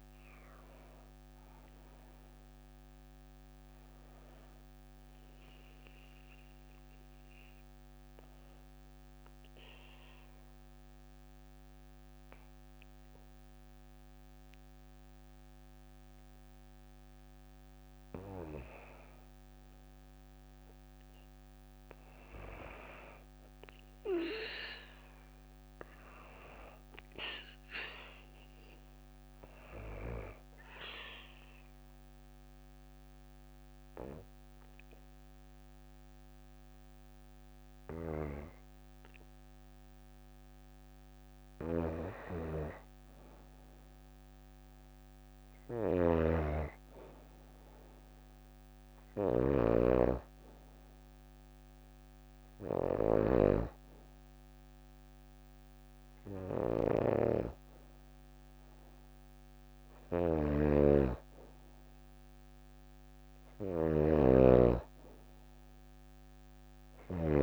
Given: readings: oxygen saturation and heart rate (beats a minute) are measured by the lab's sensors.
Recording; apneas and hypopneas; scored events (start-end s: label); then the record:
breathing in sleep by a microphone on the trachea; 2
0.00-11.00 s: oxygen desaturation (device-marked, oxygen 90% lowest, heart rate 57 extreme)
5.00-16.50 s: obstructive apnea (oxygen 97% before, 90% lowest, heart rate 60 before, 57 extreme, up 2 after)
20.50-24.00 s: arousal
28.00-38.00 s: oxygen desaturation (device-marked, oxygen 96% before, 92% lowest, heart rate 58 before, 58 extreme)
29.50-40.00 s: obstructive apnea (oxygen 96% before, 91% lowest, heart rate 58 before, 58 extreme, up 2 after)
42.50-45.50 s: arousal
45.00-49.00 s: snoring (device-marked)
59.50-67.43 s: snoring (device-marked)
From the record:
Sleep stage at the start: N2 (light sleep); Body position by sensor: on the back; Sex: female